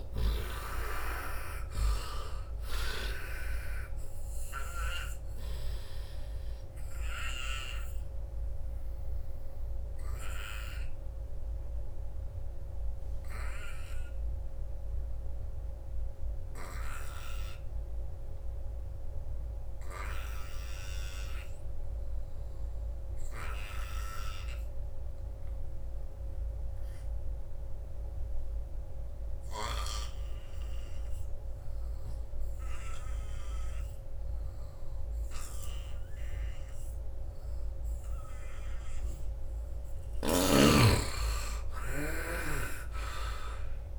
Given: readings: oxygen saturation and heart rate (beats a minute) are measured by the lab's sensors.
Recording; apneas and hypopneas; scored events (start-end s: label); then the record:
breathing in sleep by a room microphone; 1
0.00-22.00 s: oxygen desaturation (device-marked, oxygen 77% lowest, heart rate 66 extreme)
8.00-37.50 s: obstructive apnea (oxygen 97% before, 73% lowest, heart rate 75 before, 67 extreme, up 14 after)
24.00-43.99 s: oxygen desaturation (device-marked, oxygen 98% before, 73% lowest, heart rate 85 before, 64 extreme)
39.50-43.00 s: arousal
40.00-43.99 s: snoring (device-marked)
From the record:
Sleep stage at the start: N2 (light sleep); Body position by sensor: on the front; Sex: male